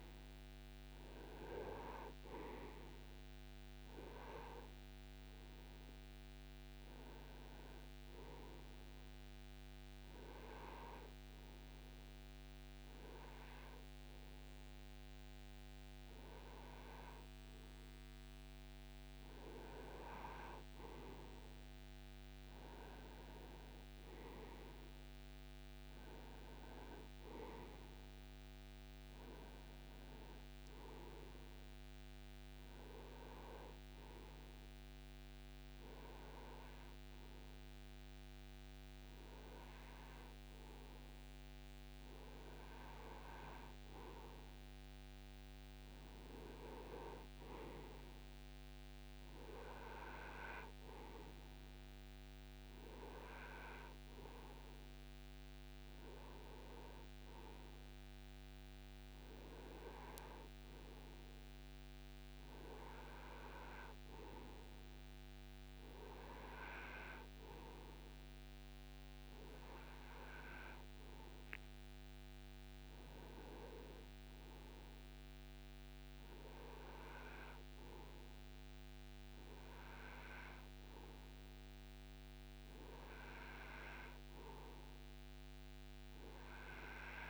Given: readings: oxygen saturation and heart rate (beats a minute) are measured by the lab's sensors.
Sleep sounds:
breathing in sleep by a microphone on the trachea; 1
0.00-17.50 s: oxygen desaturation (device-marked, oxygen 88% lowest)
10.00-20.50 s: hypopnea (oxygen 92% before, 88% lowest)
23.50-27.50 s: arousal
29.50-44.50 s: oxygen desaturation (device-marked, oxygen 94% before, 90% lowest)
52.50-65.50 s: oxygen desaturation (device-marked, oxygen 94% before, 90% lowest)
From the record:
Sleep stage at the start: N2 (light sleep); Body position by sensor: on the right side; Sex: male

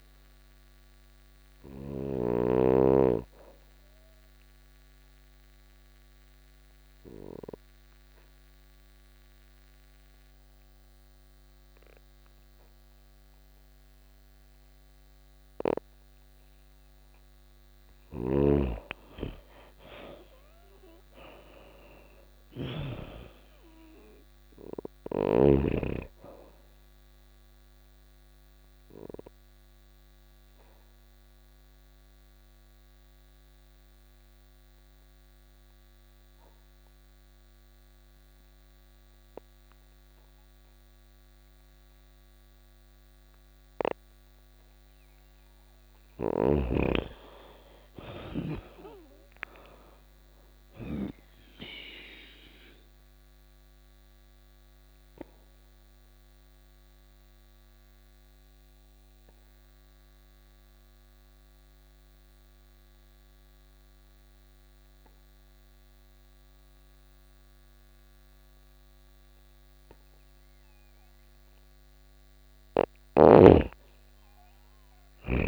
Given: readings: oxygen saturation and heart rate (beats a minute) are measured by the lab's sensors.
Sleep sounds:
breathing in sleep by a microphone on the trachea; 3
0.00-1.50 s: snoring (device-marked)
0.00-12.00 s: oxygen desaturation (device-marked, oxygen 84% lowest, heart rate 84 extreme)
2.00-16.50 s: obstructive apnea (oxygen 99% before, 84% lowest, heart rate 87 before, 84 extreme, up 7 after)
17.00-22.00 s: snoring (device-marked)
18.50-22.00 s: arousal
25.00-38.00 s: oxygen desaturation (device-marked, oxygen 98% before, 89% lowest, heart rate 86 before, 84 extreme)
26.00-43.50 s: obstructive apnea (oxygen 99% before, 86% lowest, heart rate 87 before, 84 extreme, up 6 after)
45.00-48.00 s: arousal
47.00-67.00 s: oxygen desaturation (device-marked, oxygen 99% before, 86% lowest, heart rate 86 before, 82 extreme)
53.50-71.00 s: obstructive apnea (oxygen 99% before, 86% lowest, heart rate 86 before, 82 extreme, up 7 after)
73.50-75.47 s: arousal
From the record:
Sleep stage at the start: N2 (light sleep); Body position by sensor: on the back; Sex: female

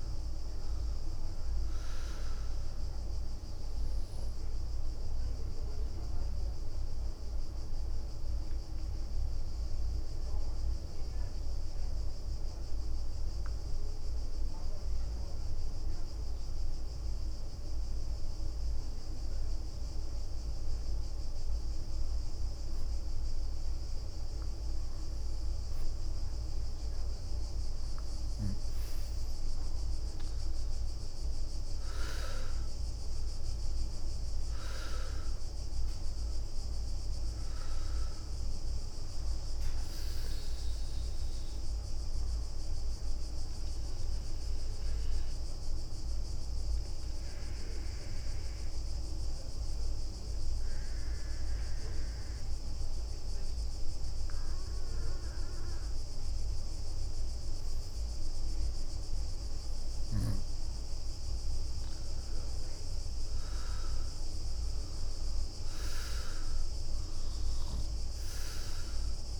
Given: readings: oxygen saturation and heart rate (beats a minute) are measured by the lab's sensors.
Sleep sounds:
breathing in sleep, hard to hear, by a room microphone; 2
0.50-17.50 s: oxygen desaturation (device-marked, oxygen 98% before, 94% lowest, heart rate 62 before, 57 extreme)
1.50-5.00 s: leg movement (device-marked)
5.50-12.50 s: bradycardia (device-marked, heart rate 66 before, 57 extreme)
8.00-19.00 s: obstructive apnea (oxygen 98% before, 94% lowest, heart rate 65 before, 59 extreme, up 8 after)
23.50-28.50 s: leg movement (device-marked)
29.00-34.00 s: arousal
29.50-32.00 s: leg movement (device-marked)
36.00-41.00 s: leg movement (device-marked)
41.50-43.00 s: leg movement (device-marked)
41.50-53.50 s: bradycardia (device-marked, heart rate 66 before, 56 extreme)
43.50-56.00 s: hypopnea (oxygen 98% before, 95% lowest, heart rate 67 before, 56 extreme, up 10 after)
61.50-65.00 s: arousal
64.00-65.50 s: leg movement (device-marked)
From the record:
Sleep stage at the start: N2 (light sleep); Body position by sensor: on the right side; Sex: female

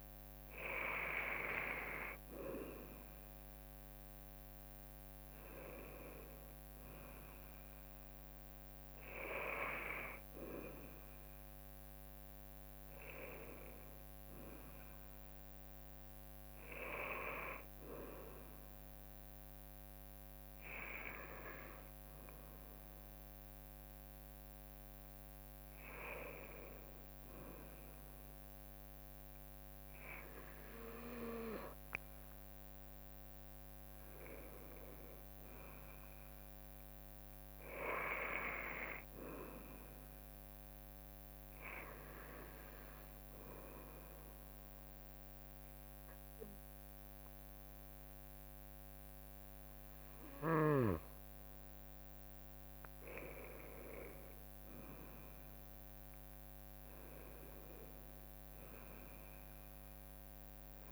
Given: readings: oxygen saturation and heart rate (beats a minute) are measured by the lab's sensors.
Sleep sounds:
breathing in sleep by a microphone on the trachea; 1
32.50-34.50 s: long interval between heartbeats (device-marked, heart rate 66 before, 76 extreme)
40.50-53.00 s: obstructive apnea (oxygen 94% before, 91% lowest, heart rate 69 before, 62 extreme, up 1 after)
54.50-58.50 s: arousal
From the record:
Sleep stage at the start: N2 (light sleep); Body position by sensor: on the right side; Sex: female

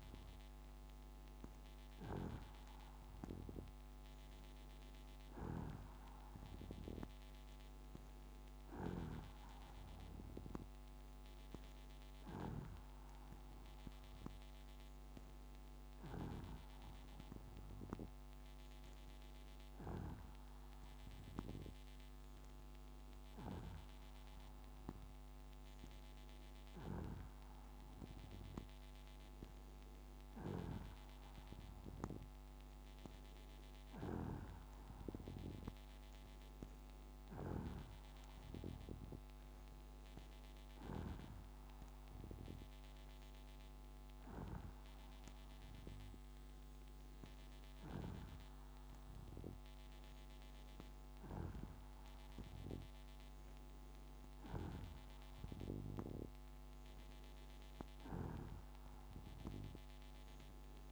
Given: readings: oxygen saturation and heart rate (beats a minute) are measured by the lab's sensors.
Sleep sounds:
breathing in sleep by a microphone on the trachea; none
none scored
From the record:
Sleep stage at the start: N2 (light sleep); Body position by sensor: on the back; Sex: female

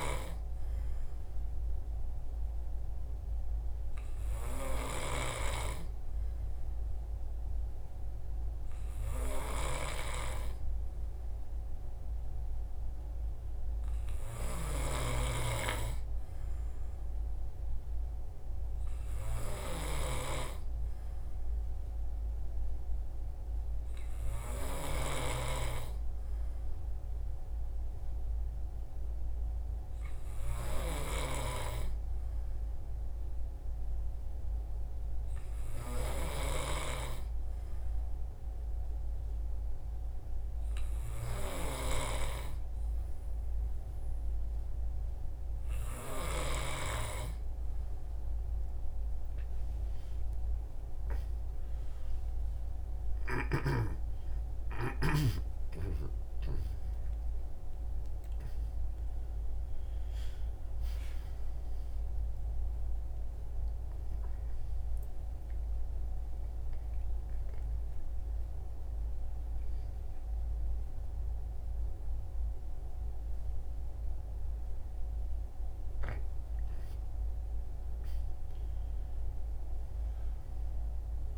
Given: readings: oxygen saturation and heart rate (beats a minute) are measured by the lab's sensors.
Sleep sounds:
breathing in sleep by a room microphone; 2
38.00-49.00 s: hypopnea (oxygen 93% before, 90% lowest, heart rate 64 before, 67 extreme, up 22 after)
50.50-57.00 s: arousal
58.00-66.00 s: oxygen desaturation (device-marked, oxygen 93% before, 90% lowest, heart rate 73 before, 57 extreme)
65.50-77.00 s: hypopnea (oxygen 93% before, 91% lowest, heart rate 82 before, 56 extreme, up 12 after)
78.00-81.38 s: arousal
From the record:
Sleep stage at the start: N2 (light sleep); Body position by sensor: on the right side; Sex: male

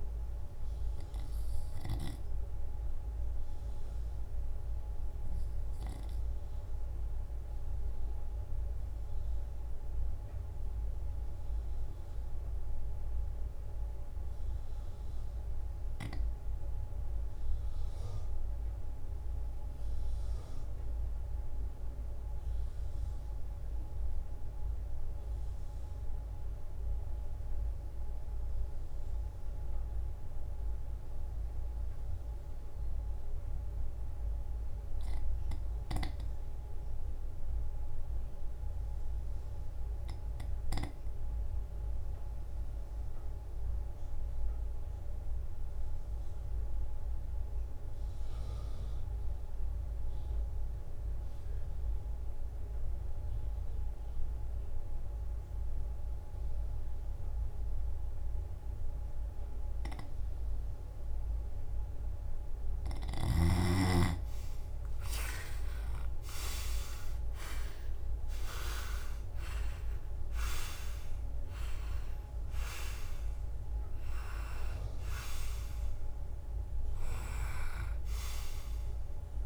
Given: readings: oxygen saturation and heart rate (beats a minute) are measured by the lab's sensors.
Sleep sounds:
breathing in sleep by a room microphone; 1
1.50-62.00 s: obstructive apnea (oxygen 94% before, 79% lowest, heart rate 57 before, 56 extreme, up 14 after)
10.00-22.00 s: drop in pulse transit time (device-marked, heart rate 56 before, 58 extreme)
36.00-79.46 s: oxygen desaturation (device-marked, oxygen 96% before, 79% lowest, heart rate 60 before, 55 extreme)
39.00-55.00 s: drop in pulse transit time (device-marked, heart rate 60 before, 58 extreme)
65.00-69.50 s: arousal
69.00-79.46 s: drop in pulse transit time (device-marked, heart rate 63 before, 71 extreme)
From the record:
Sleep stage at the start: N2 (light sleep); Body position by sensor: on the left side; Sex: male

